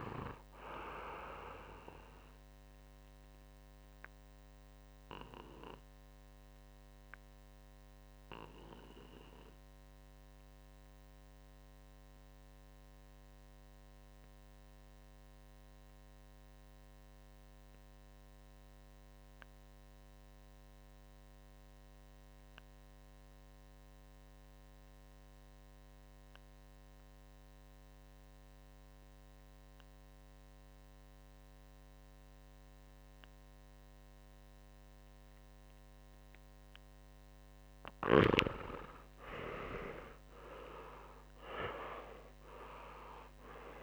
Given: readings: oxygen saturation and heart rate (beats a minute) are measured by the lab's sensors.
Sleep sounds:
breathing in sleep by a microphone on the trachea; 1
0.00-20.50 s: oxygen desaturation (device-marked, oxygen 90% lowest, heart rate 60 extreme)
2.00-37.00 s: obstructive apnea (oxygen 100% before, 89% lowest, heart rate 58 before, 60 extreme, up 10 after)
35.50-43.82 s: oxygen desaturation (device-marked, oxygen 98% before, 89% lowest, heart rate 65 before, 57 extreme)
38.50-43.00 s: arousal
From the record:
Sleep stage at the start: REM sleep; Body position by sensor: on the back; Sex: male

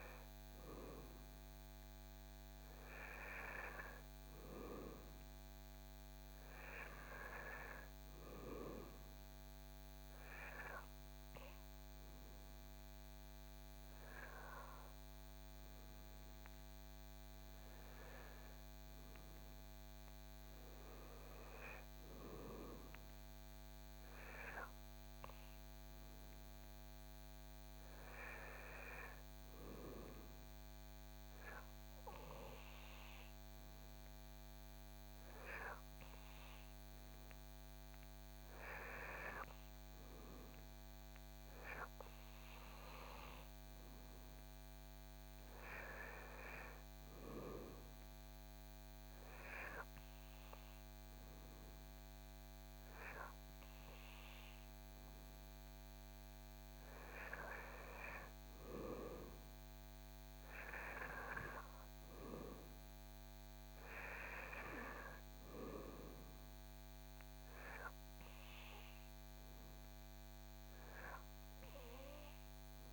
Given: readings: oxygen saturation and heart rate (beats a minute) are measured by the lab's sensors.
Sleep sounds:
breathing in sleep by a microphone on the trachea; none
71.00-72.93 s: new sleep stage, awake
From the record:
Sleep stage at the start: N2 (light sleep); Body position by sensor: on the back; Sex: male

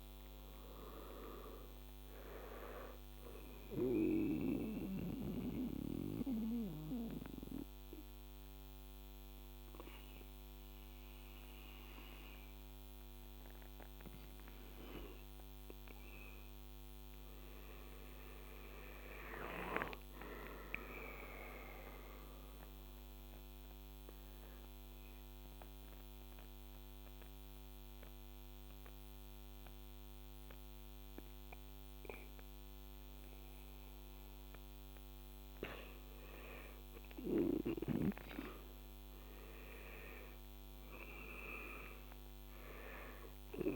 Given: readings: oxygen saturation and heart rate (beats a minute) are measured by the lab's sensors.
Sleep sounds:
breathing in sleep by a microphone on the trachea; 2
0.00-17.00 s: oxygen desaturation (device-marked, oxygen 86% lowest, heart rate 69 extreme)
3.50-17.00 s: mixed apnea (oxygen 97% before, 86% lowest, heart rate 77 before, 69 extreme, up 15 after)
18.00-21.50 s: arousal
23.00-34.00 s: central apnea (oxygen 97% before, 87% lowest, heart rate 76 before, 74 extreme, up 5 after)
37.00-40.50 s: arousal
From the record:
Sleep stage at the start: N2 (light sleep); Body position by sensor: on the back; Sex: male

